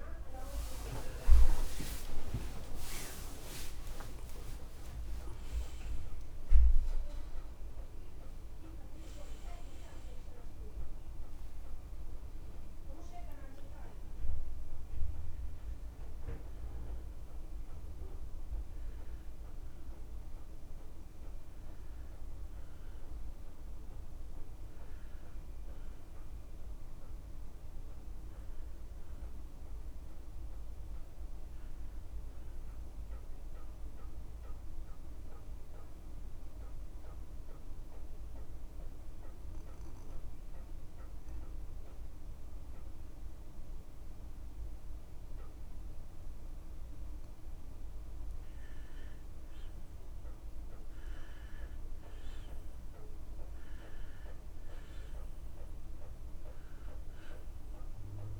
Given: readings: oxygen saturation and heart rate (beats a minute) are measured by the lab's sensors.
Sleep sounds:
breathing in sleep by a room microphone; 1
0.00-35.00 s: oxygen desaturation (device-marked, oxygen 85% lowest)
29.50-33.00 s: arousal
35.50-49.00 s: mixed apnea (oxygen 97% before, 89% lowest)
50.50-53.50 s: arousal
From the record:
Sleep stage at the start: N2 (light sleep); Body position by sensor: on the back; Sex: male

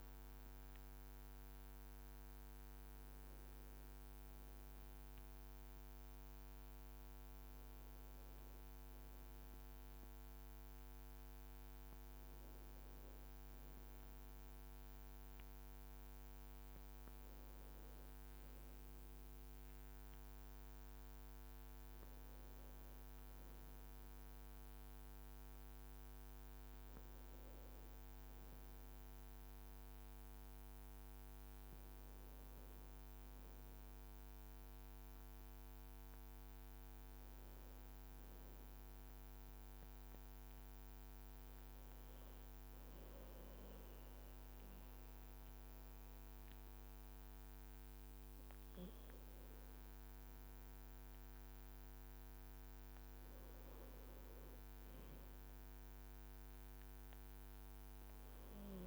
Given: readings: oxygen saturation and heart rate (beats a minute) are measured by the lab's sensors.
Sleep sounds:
breathing in sleep, hard to hear, by a microphone on the trachea; 1
36.00-47.50 s: hypopnea (oxygen 98% before, 93% lowest, heart rate 62 before, 57 extreme, up 0 after)
49.50-53.00 s: arousal
From the record:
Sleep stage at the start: N2 (light sleep); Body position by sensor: on the back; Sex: male

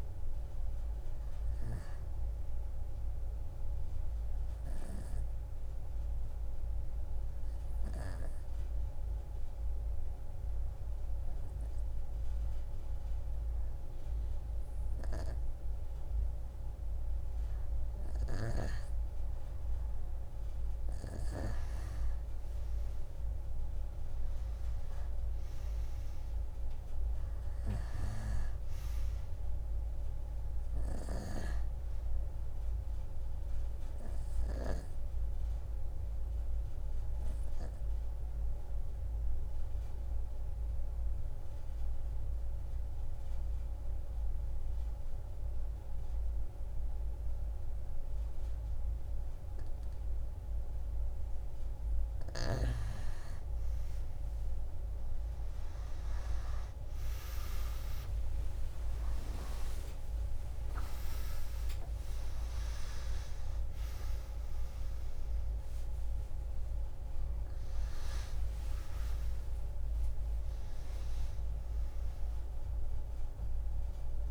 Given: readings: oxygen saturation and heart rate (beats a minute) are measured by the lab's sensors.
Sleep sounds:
breathing in sleep by a room microphone; 2
0.00-4.00 s: oxygen desaturation (device-marked, oxygen 91% lowest)
4.00-18.50 s: obstructive apnea (oxygen 99% before, 87% lowest)
23.00-28.00 s: arousal
23.00-45.00 s: oxygen desaturation (device-marked, oxygen 96% before, 91% lowest)
34.00-50.00 s: obstructive apnea (oxygen 97% before, 87% lowest)
56.00-74.31 s: oxygen desaturation (device-marked, oxygen 96% before, 87% lowest)
58.00-63.00 s: arousal
From the record:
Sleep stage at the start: N2 (light sleep); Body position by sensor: on the right side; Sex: female

